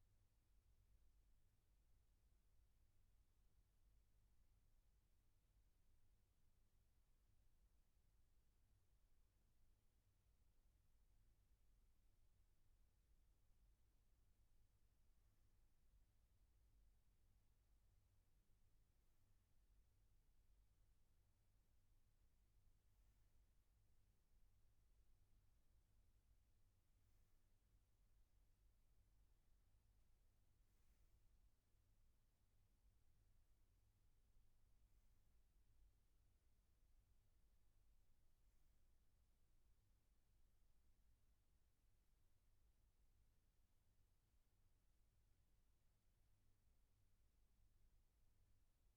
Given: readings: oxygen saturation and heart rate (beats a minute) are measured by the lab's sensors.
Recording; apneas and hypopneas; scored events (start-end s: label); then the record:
breathing in sleep, hard to hear, by a room microphone; none
none scored
From the record:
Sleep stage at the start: N2 (light sleep); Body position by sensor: on the right side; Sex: male